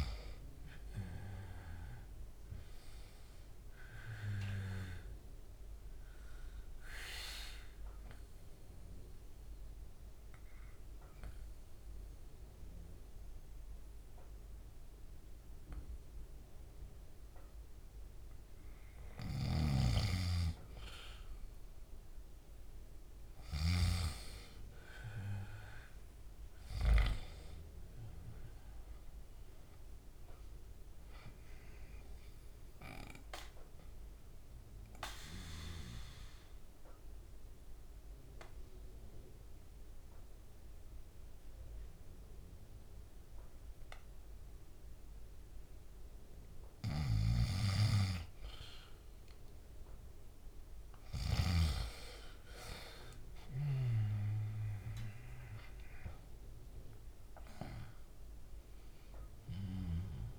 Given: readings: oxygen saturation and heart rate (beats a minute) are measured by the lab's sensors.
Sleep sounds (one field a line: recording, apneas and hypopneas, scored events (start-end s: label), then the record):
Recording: breathing in sleep by a room microphone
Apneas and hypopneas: 2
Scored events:
4.50-27.50 s: oxygen desaturation (device-marked, oxygen 98% before, 91% lowest, heart rate 68 before, 65 extreme)
5.00-19.50 s: obstructive apnea (oxygen 98% before, 91% lowest, heart rate 68 before, 66 extreme, up 3 after)
26.00-30.00 s: arousal
29.50-50.50 s: oxygen desaturation (device-marked, oxygen 98% before, 91% lowest, heart rate 67 before, 64 extreme)
34.50-47.00 s: obstructive apnea (oxygen 98% before, 89% lowest, heart rate 69 before, 64 extreme, up 4 after)
52.00-56.00 s: arousal
From the record:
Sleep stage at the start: N2 (light sleep)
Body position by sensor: on the back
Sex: male